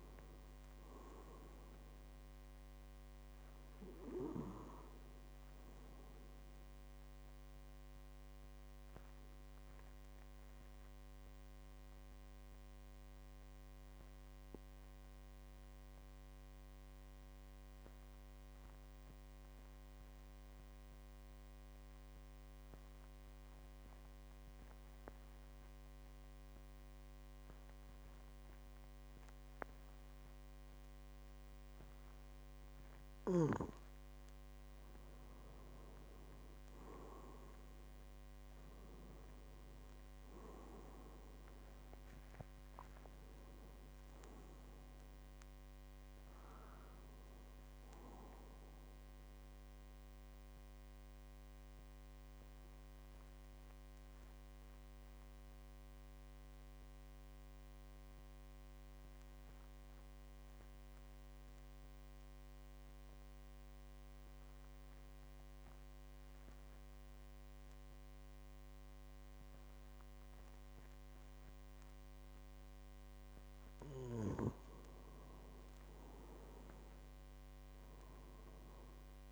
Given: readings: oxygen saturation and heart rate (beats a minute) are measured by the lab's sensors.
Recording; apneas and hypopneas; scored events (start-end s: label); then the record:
breathing in sleep by a microphone on the trachea; 2
0.00-18.50 s: oxygen desaturation (device-marked, oxygen 90% lowest, heart rate 47 extreme)
7.50-31.50 s: obstructive apnea (oxygen 99% before, 90% lowest, heart rate 54 before, 47 extreme, up 8 after)
32.50-59.50 s: oxygen desaturation (device-marked, oxygen 99% before, 90% lowest, heart rate 49 before, 47 extreme)
33.00-37.00 s: arousal
50.50-74.00 s: obstructive apnea (oxygen 99% before, 90% lowest, heart rate 56 before, 47 extreme, up 9 after)
72.50-79.32 s: oxygen desaturation (device-marked, oxygen 99% before, 92% lowest, heart rate 49 before, 47 extreme)
75.00-78.50 s: arousal
From the record:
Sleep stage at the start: N2 (light sleep); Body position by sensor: on the back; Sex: male